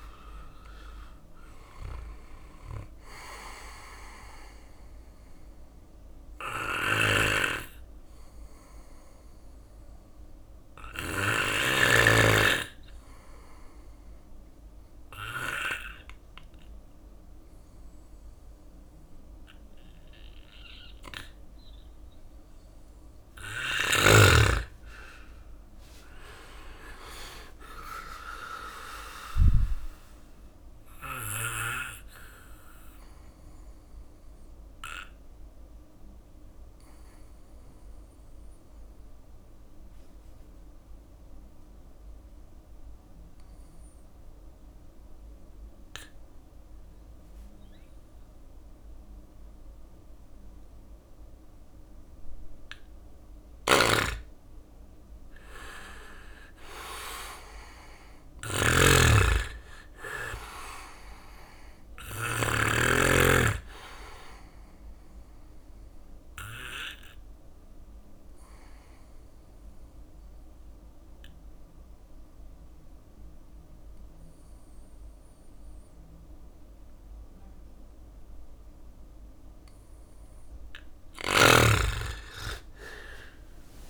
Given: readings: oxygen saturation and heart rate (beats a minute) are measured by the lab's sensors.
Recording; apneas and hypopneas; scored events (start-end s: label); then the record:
breathing in sleep by a room microphone; 3
0.00-6.50 s: drop in pulse transit time (device-marked, heart rate 69 extreme)
0.00-15.50 s: oxygen desaturation (device-marked, oxygen 91% lowest, heart rate 62 extreme)
5.50-21.50 s: obstructive apnea (oxygen 96% before, 89% lowest, heart rate 78 before, 62 extreme, up 8 after)
6.00-10.50 s: snoring (device-marked)
23.50-27.00 s: arousal
25.50-38.50 s: drop in pulse transit time (device-marked, heart rate 67 before, 63 extreme)
29.50-52.50 s: obstructive apnea (oxygen 97% before, 89% lowest, heart rate 67 before, 62 extreme, up 5 after)
52.50-62.00 s: snoring (device-marked)
55.50-59.00 s: arousal
58.50-74.50 s: oxygen desaturation (device-marked, oxygen 99% before, 89% lowest, heart rate 64 before, 63 extreme)
64.00-79.50 s: obstructive apnea (oxygen 99% before, 89% lowest, heart rate 65 before, 63 extreme, up 20 after)
81.50-83.90 s: arousal
From the record:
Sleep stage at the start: N2 (light sleep); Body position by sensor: on the back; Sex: male